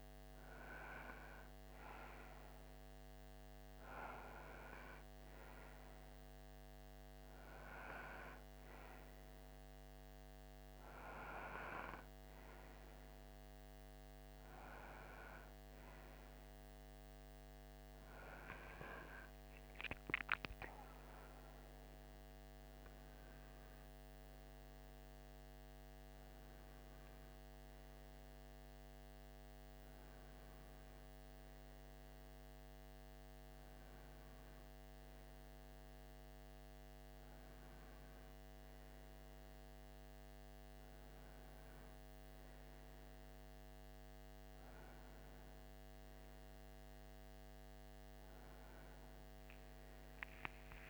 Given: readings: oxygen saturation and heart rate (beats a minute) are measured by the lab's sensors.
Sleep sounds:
breathing in sleep by a microphone on the trachea; none
13.00-50.90 s: new sleep stage, N1 (lightest sleep)
From the record:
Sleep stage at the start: N2 (light sleep); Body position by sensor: on the front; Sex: male

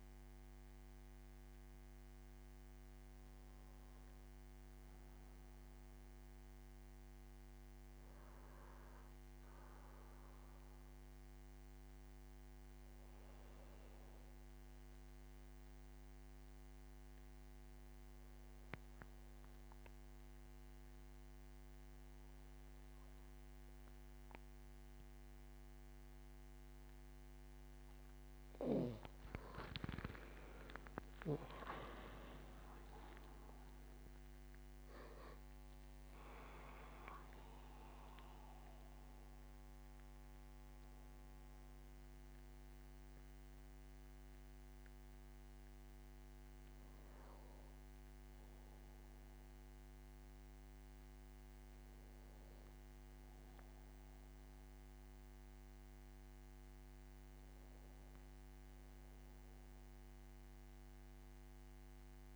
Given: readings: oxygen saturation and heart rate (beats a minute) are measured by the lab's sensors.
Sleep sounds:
breathing in sleep by a microphone on the trachea; 1
3.50-7.00 s: arousal
11.50-27.50 s: obstructive apnea (oxygen 98% before, 91% lowest, heart rate 80 before, 74 extreme, up 11 after)
25.00-44.00 s: oxygen desaturation (device-marked, oxygen 97% before, 91% lowest, heart rate 78 before, 74 extreme)
30.50-34.00 s: arousal
From the record:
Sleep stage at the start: N2 (light sleep); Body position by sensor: on the back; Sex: male

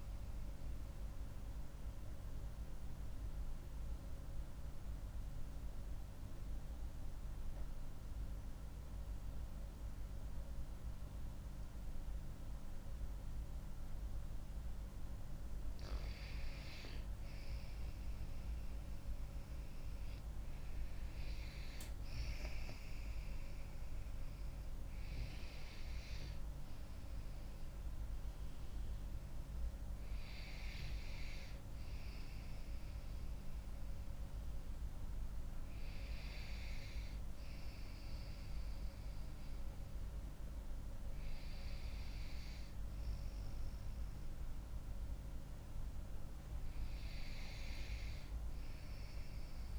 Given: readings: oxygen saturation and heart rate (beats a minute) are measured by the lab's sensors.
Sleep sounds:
breathing in sleep, hard to hear, by a room microphone; 1
1.00-14.50 s: obstructive apnea (oxygen 97% before, 90% lowest)
18.50-22.50 s: arousal
27.50-45.50 s: oxygen desaturation (device-marked, oxygen 95% before, 90% lowest)
From the record:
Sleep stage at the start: N2 (light sleep); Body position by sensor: on the back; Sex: female

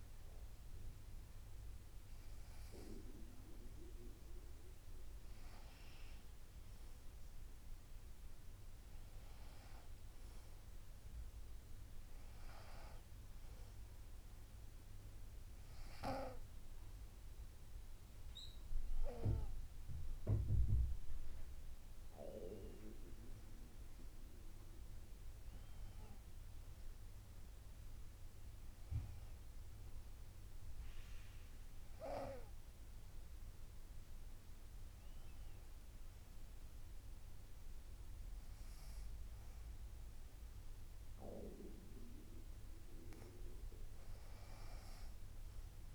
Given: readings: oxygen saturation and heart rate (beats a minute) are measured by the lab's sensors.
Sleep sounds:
breathing in sleep by a room microphone; none
none scored
From the record:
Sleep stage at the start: N2 (light sleep); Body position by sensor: on the back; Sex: female

